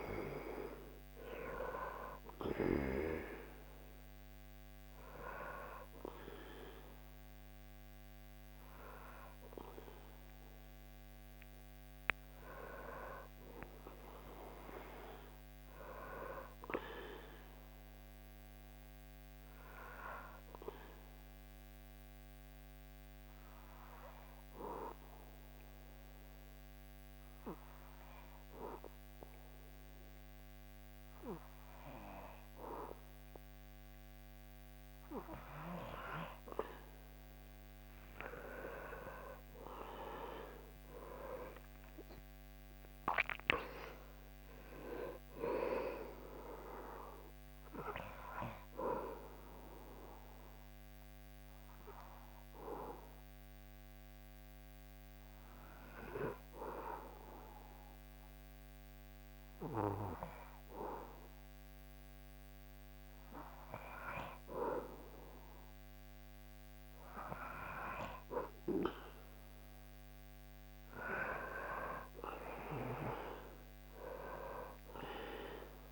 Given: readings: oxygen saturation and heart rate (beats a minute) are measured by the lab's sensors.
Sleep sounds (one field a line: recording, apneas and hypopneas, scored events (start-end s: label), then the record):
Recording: breathing in sleep by a microphone on the trachea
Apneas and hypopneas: 2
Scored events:
18.50-35.50 s: obstructive apnea (oxygen 98% before, 96% lowest, heart rate 67 before, 59 extreme, up 14 after)
39.00-43.00 s: arousal
49.00-64.50 s: obstructive apnea (oxygen 99% before, 96% lowest, heart rate 70 before, 60 extreme, up 5 after)
65.50-69.50 s: arousal
From the record:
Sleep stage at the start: N2 (light sleep)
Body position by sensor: on the back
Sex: male